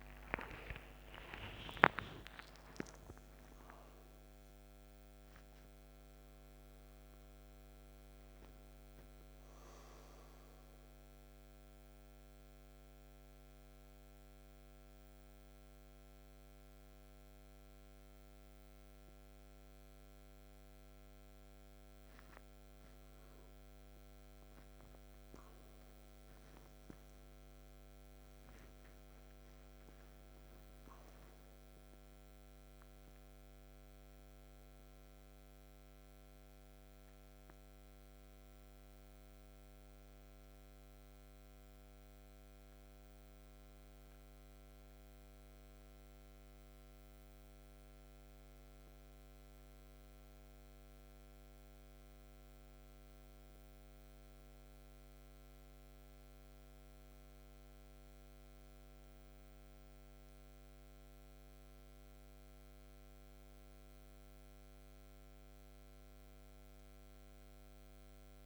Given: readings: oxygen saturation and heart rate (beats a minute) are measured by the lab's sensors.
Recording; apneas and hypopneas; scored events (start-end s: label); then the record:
a person partly awake in a sleep study, hard to hear, by a microphone on the trachea; none
28.50-68.46 s: new sleep stage, N1 (lightest sleep)
From the record:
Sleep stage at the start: awake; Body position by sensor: on the back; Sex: male